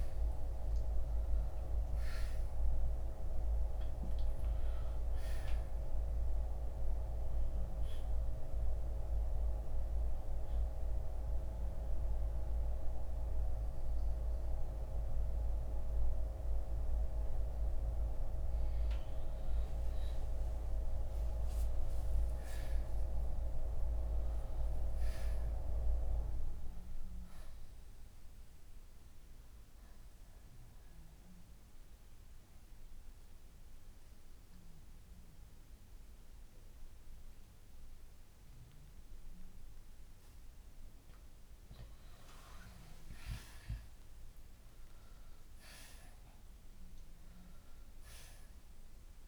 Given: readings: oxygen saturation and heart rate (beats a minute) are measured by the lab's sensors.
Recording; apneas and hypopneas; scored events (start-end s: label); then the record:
breathing in sleep by a room microphone; 1
0.00-1.00 s: oxygen desaturation (device-marked, oxygen 94% before, 86% lowest, heart rate 71 before, 58 extreme)
1.50-5.50 s: arousal
14.00-27.00 s: oxygen desaturation (device-marked, oxygen 94% before, 86% lowest, heart rate 65 before, 58 extreme)
31.50-42.00 s: obstructive apnea (oxygen 94% before, 86% lowest, heart rate 67 before, 58 extreme, up 16 after)
35.00-44.00 s: oxygen desaturation (device-marked, oxygen 94% before, 88% lowest, heart rate 67 before, 58 extreme)
43.50-47.50 s: arousal
From the record:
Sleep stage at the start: N2 (light sleep); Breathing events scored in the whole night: 207 in 4.2 hours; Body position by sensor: on the back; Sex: male